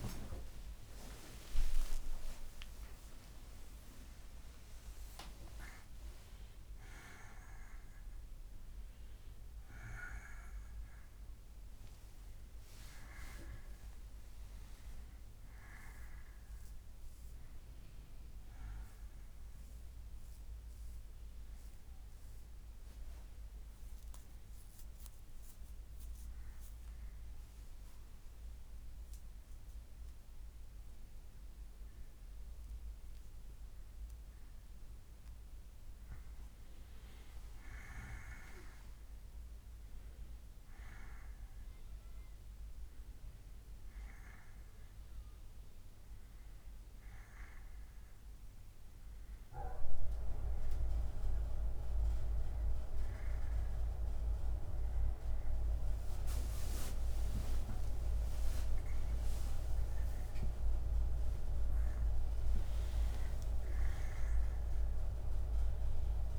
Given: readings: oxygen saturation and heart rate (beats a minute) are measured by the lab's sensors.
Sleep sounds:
breathing in sleep by a room microphone; 1
0.00-1.50 s: arousal
23.50-32.50 s: bradycardia (device-marked, heart rate 68 before, 46 extreme)
24.00-35.50 s: hypopnea (oxygen 95% before, 91% lowest, heart rate 72 before, 46 extreme, up 17 after)
40.50-57.50 s: oxygen desaturation (device-marked, oxygen 94% before, 91% lowest, heart rate 59 before, 57 extreme)
56.50-62.00 s: arousal
60.50-62.50 s: bradycardia (device-marked, heart rate 68 before, 66 extreme)
From the record:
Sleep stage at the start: N1 (lightest sleep); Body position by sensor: on the back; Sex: male

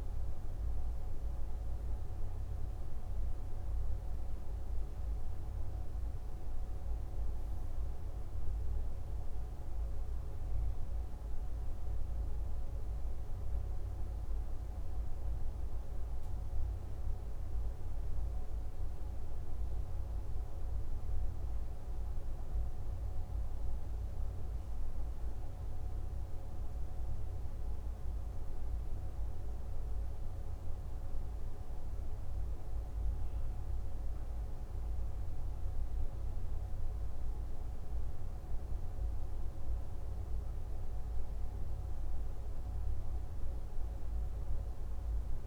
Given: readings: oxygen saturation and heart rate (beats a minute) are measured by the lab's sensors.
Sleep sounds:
breathing in sleep, hard to hear, by a room microphone; none
none scored
From the record:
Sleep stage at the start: N2 (light sleep); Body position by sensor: on the left side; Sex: male

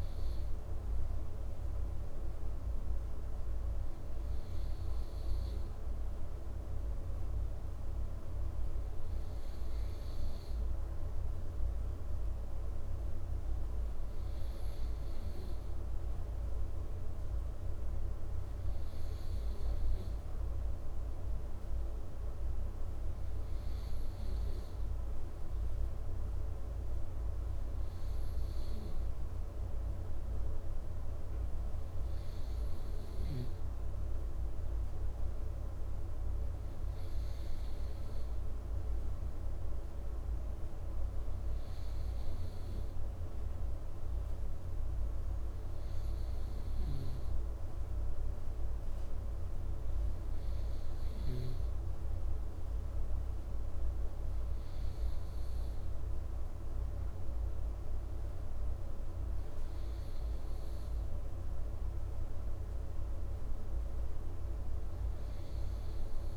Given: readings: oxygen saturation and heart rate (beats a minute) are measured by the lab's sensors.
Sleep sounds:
breathing in sleep, hard to hear, by a room microphone; none
none scored
From the record:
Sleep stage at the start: N2 (light sleep); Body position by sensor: on the right side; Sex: male

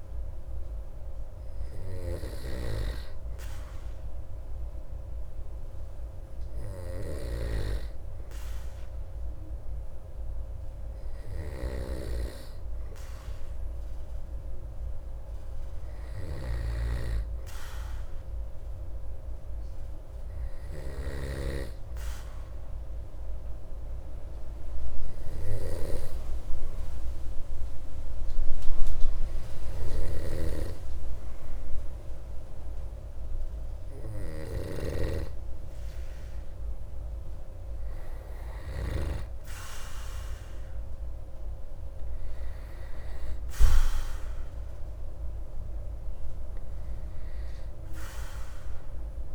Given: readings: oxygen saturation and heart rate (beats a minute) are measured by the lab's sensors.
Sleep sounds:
breathing in sleep by a room microphone; 1
23.50-34.50 s: obstructive apnea (oxygen 95% before, 94% lowest)
30.00-35.00 s: snoring (device-marked)
36.50-40.50 s: arousal
From the record:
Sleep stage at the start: N2 (light sleep); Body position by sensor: on the back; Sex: male

